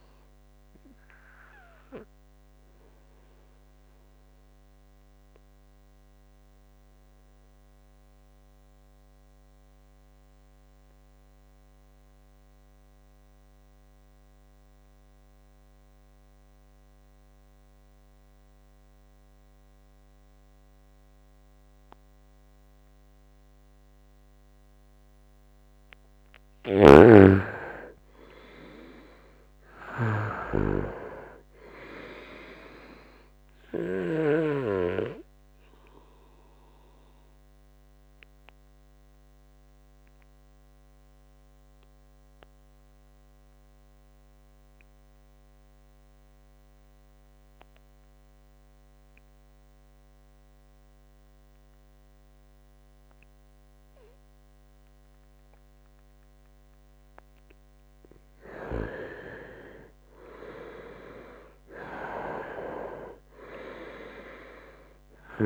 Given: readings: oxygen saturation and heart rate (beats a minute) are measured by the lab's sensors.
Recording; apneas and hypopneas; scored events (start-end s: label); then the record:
breathing in sleep by a microphone on the trachea; 2
0.00-16.50 s: oxygen desaturation (device-marked, oxygen 85% lowest, heart rate 65 extreme)
2.00-25.50 s: obstructive apnea (oxygen 98% before, 85% lowest, heart rate 69 before, 65 extreme, up 3 after)
27.50-31.00 s: arousal
29.50-53.50 s: oxygen desaturation (device-marked, oxygen 98% before, 86% lowest, heart rate 68 before, 64 extreme)
35.00-56.50 s: obstructive apnea (oxygen 99% before, 86% lowest, heart rate 69 before, 63 extreme, up 2 after)
55.50-65.46 s: oxygen desaturation (device-marked, oxygen 98% before, 87% lowest, heart rate 71 before, 63 extreme)
58.00-61.50 s: arousal
From the record:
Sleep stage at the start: N2 (light sleep); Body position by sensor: on the right side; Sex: male